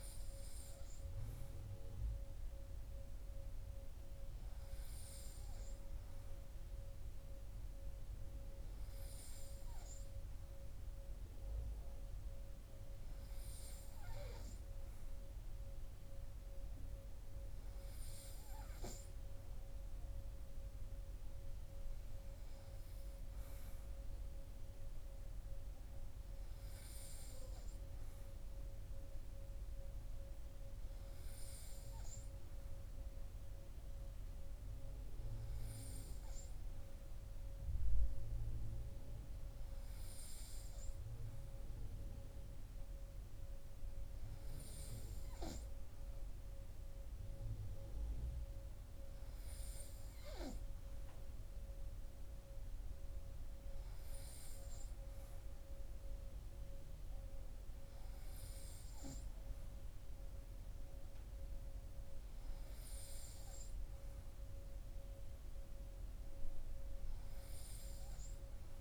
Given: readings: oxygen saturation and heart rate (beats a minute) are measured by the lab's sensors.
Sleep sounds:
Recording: breathing in sleep, hard to hear, by a room microphone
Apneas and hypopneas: none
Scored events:
none scored
From the record:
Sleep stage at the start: N3 (deep sleep)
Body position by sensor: on the right side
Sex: male

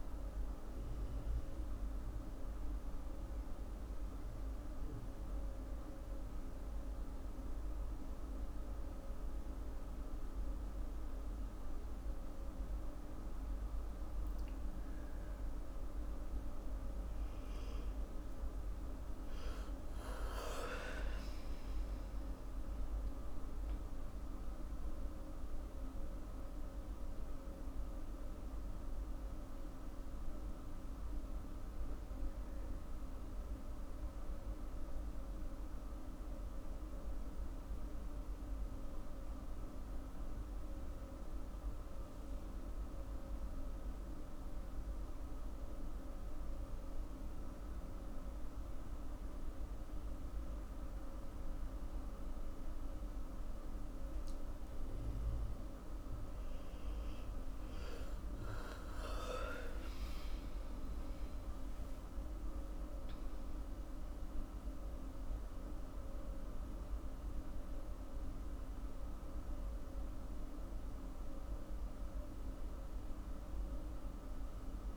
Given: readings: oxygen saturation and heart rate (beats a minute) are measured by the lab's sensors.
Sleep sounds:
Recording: a person partly awake in a sleep study, hard to hear, by a room microphone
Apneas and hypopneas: none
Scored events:
17.00-74.97 s: new sleep stage, N1 (lightest sleep)
56.00-61.00 s: arousal
From the record:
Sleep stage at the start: awake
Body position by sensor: on the back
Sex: female

